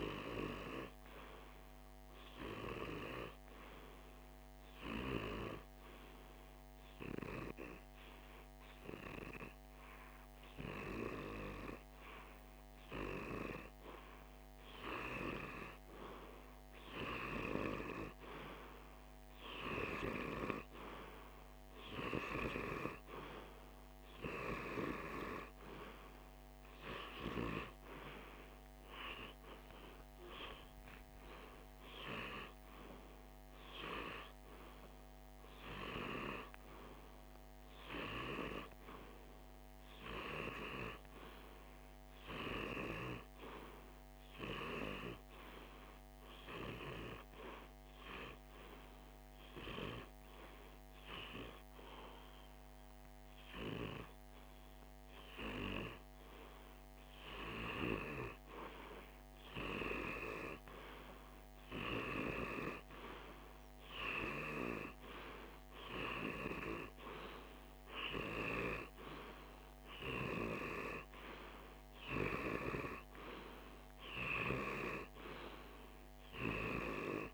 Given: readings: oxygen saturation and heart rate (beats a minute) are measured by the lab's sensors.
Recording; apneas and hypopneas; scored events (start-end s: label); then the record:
breathing in sleep by a microphone on the trachea; 2
5.00-15.00 s: hypopnea (oxygen 99% before, 95% lowest, heart rate 49 before, 49 extreme, up 1 after)
16.50-20.00 s: arousal
30.00-44.00 s: oxygen desaturation (device-marked, oxygen 98% before, 95% lowest, heart rate 50 before, 50 extreme)
45.50-57.00 s: hypopnea (oxygen 98% before, 95% lowest, heart rate 50 before, 50 extreme, up 2 after)
62.50-66.00 s: arousal
67.00-77.34 s: oxygen desaturation (device-marked, oxygen 98% before, 95% lowest, heart rate 51 before, 50 extreme)
From the record:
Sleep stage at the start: REM sleep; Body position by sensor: on the left side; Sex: male